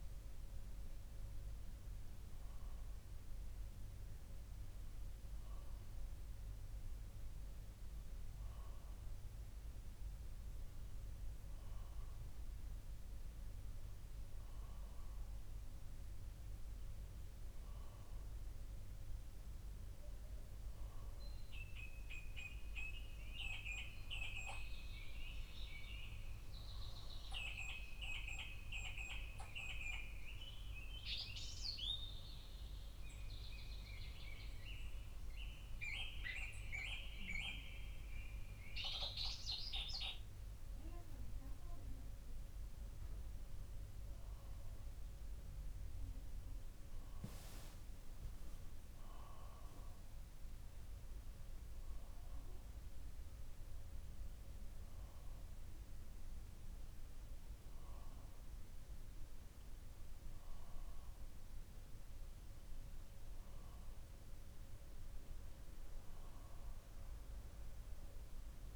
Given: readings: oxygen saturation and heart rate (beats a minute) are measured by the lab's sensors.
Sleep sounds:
breathing in sleep by a room microphone; none
3.00-10.00 s: bradycardia (device-marked, heart rate 61 before, 53 extreme)
4.50-6.50 s: long interval between heartbeats (device-marked, heart rate 62 before, 62 extreme)
20.00-24.00 s: bradycardia (device-marked, heart rate 61 before, 59 extreme)
From the record:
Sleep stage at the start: N2 (light sleep); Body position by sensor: on the back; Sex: male

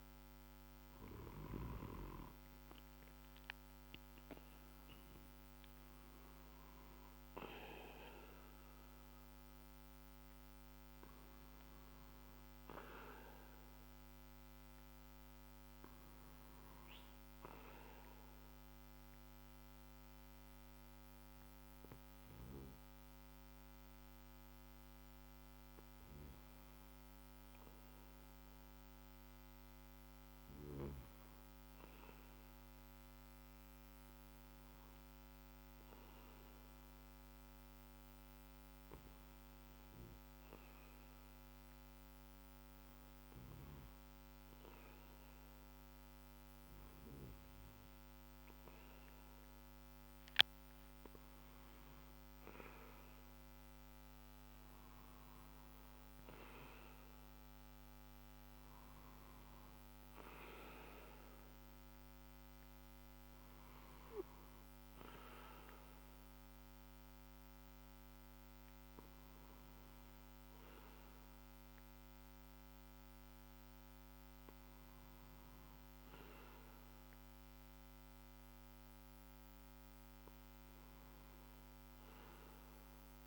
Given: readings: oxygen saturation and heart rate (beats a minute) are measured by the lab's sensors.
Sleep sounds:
breathing in sleep by a microphone on the trachea; 1
34.00-49.00 s: hypopnea (oxygen 96% before, 94% lowest, heart rate 53 before, 53 extreme, up 7 after)
51.00-54.50 s: arousal
From the record:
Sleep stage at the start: REM sleep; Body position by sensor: on the back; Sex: male

